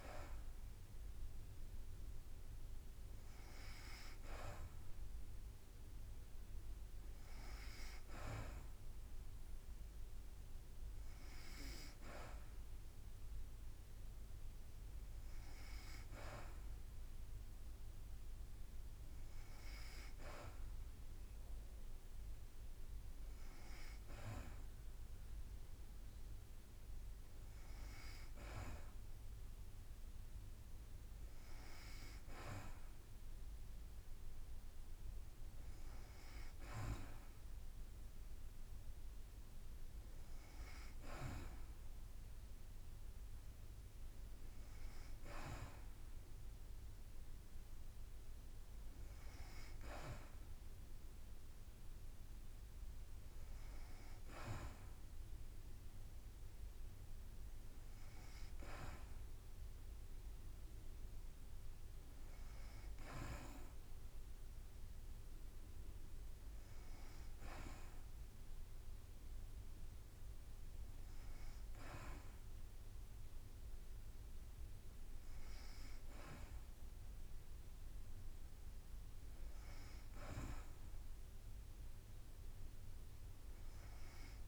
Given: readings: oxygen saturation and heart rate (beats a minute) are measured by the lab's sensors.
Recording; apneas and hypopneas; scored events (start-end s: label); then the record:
breathing in sleep by a room microphone; none
49.00-61.00 s: drop in pulse transit time (device-marked, heart rate 56 before, 54 extreme)
From the record:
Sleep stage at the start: N2 (light sleep); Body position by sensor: on the back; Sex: female